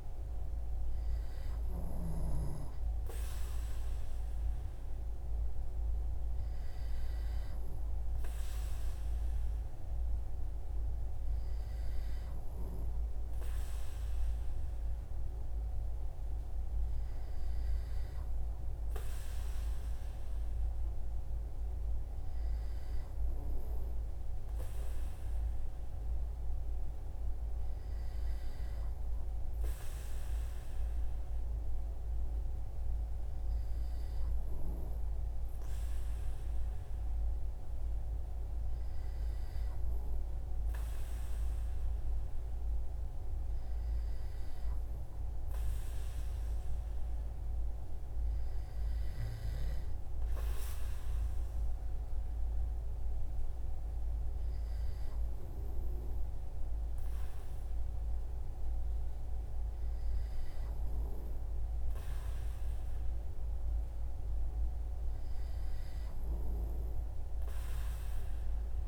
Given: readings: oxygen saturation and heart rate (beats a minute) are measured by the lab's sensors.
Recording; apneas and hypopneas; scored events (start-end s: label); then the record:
breathing in sleep, hard to hear, by a room microphone; none
none scored
From the record:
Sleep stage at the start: N2 (light sleep); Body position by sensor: on the right side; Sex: male